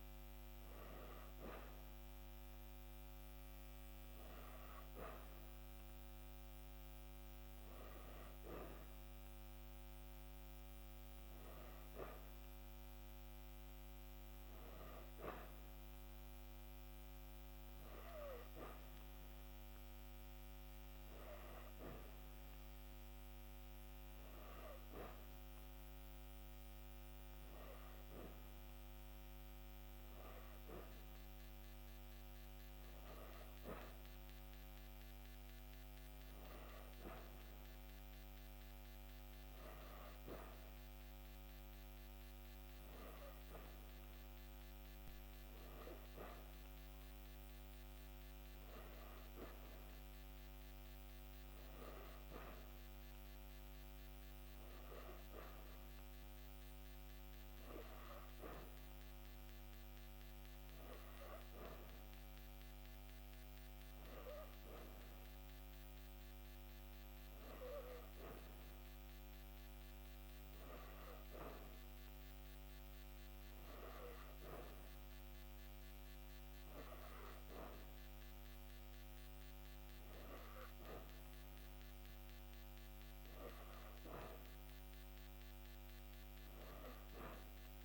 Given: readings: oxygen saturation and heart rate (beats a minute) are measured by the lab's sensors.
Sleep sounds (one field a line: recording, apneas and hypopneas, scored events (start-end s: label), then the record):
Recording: breathing in sleep by a microphone on the trachea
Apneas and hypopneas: none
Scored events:
none scored
From the record:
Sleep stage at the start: N3 (deep sleep)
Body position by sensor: on the back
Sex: female